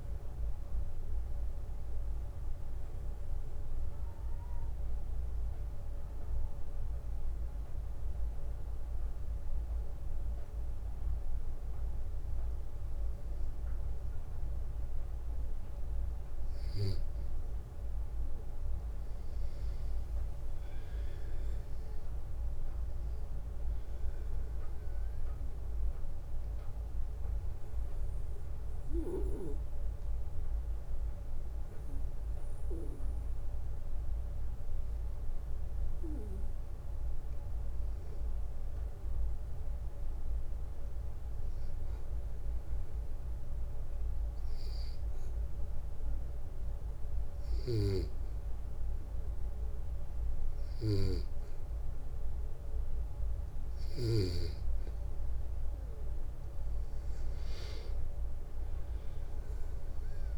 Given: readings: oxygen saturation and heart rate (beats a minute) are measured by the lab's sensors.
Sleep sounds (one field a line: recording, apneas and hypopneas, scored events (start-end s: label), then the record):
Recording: breathing in sleep by a room microphone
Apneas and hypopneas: 3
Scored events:
0.00-3.00 s: oxygen desaturation (device-marked, oxygen 92% lowest)
2.00-12.00 s: obstructive apnea (oxygen 96% before, 93% lowest, heart rate 55 before, 28 extreme, up 18 after)
19.00-23.00 s: arousal
27.00-37.00 s: obstructive apnea (oxygen 97% before, 93% lowest)
39.00-41.50 s: arousal
43.50-53.50 s: hypopnea (oxygen 97% before, 93% lowest, heart rate 46 before, 43 extreme, up 56 after)
57.50-60.38 s: arousal
From the record:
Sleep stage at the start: N2 (light sleep)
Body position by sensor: on the back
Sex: male